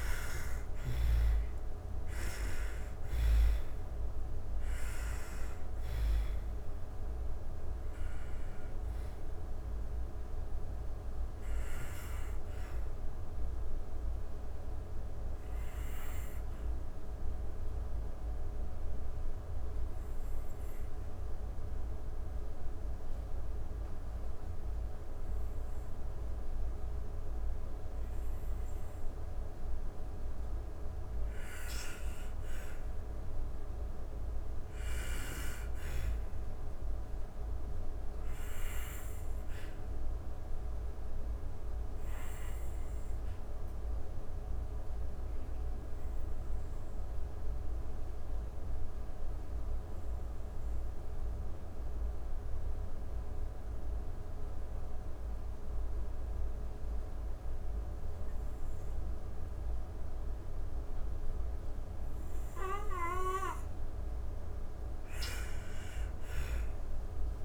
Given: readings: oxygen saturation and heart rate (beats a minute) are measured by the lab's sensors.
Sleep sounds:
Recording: breathing in sleep, hard to hear, by a room microphone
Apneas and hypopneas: 2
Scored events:
5.00-21.00 s: oxygen desaturation (device-marked, oxygen 96% before, 84% lowest)
13.00-28.00 s: obstructive apnea (oxygen 99% before, 84% lowest)
29.50-33.00 s: arousal
42.00-61.50 s: obstructive apnea (oxygen 99% before, 87% lowest)
60.00-67.45 s: oxygen desaturation (device-marked, oxygen 98% before, 91% lowest)
63.00-67.45 s: arousal
From the record:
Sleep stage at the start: N2 (light sleep)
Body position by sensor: on the back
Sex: female

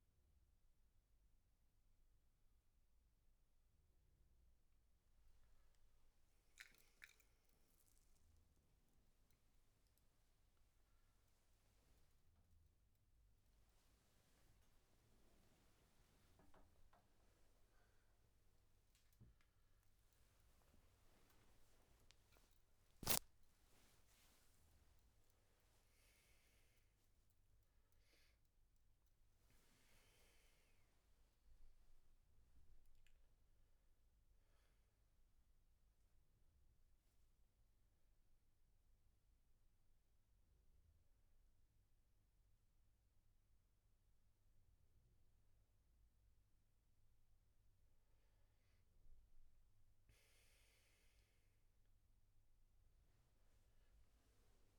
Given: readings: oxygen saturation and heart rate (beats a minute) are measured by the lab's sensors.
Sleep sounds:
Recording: a person awake in a sleep study, hard to hear, by a room microphone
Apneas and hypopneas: none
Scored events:
none scored
From the record:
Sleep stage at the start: awake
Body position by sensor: on the back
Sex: male

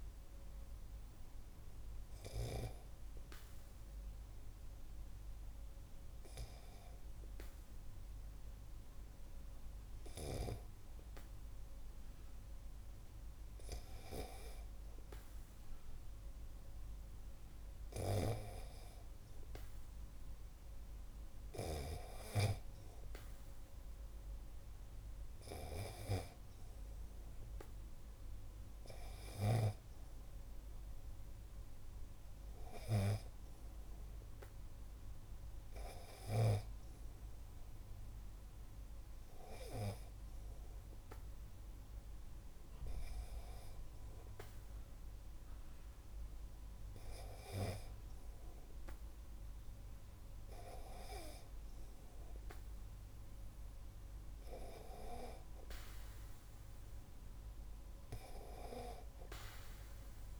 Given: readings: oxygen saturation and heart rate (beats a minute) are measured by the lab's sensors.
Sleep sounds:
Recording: breathing in sleep by a room microphone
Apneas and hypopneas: 1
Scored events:
3.50-15.00 s: hypopnea (oxygen 97% before, 96% lowest, heart rate 59 before, 45 extreme, up 9 after)
19.50-23.50 s: arousal
From the record:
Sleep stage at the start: N2 (light sleep)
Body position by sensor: on the back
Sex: male

